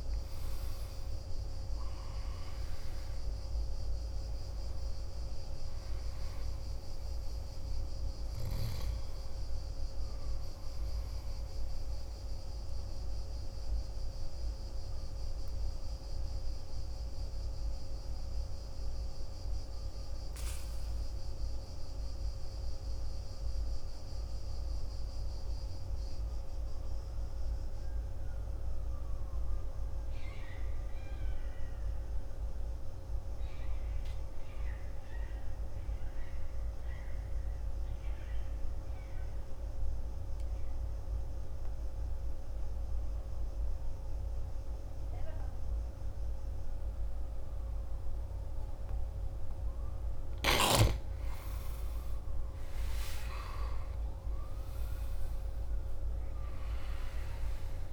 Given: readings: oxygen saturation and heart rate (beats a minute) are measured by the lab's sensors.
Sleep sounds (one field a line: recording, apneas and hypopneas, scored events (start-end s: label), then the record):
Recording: breathing in sleep, hard to hear, by a room microphone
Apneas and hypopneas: 1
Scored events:
0.00-1.00 s: arousal
0.00-23.50 s: oxygen desaturation (device-marked, oxygen 83% lowest, heart rate 51 extreme)
13.00-49.50 s: obstructive apnea (oxygen 98% before, 82% lowest, heart rate 61 before, 51 extreme, up 11 after)
42.50-57.92 s: oxygen desaturation (device-marked, oxygen 99% before, 82% lowest, heart rate 54 before, 51 extreme)
52.00-56.50 s: arousal
From the record:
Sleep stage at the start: N2 (light sleep)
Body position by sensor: on the back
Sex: male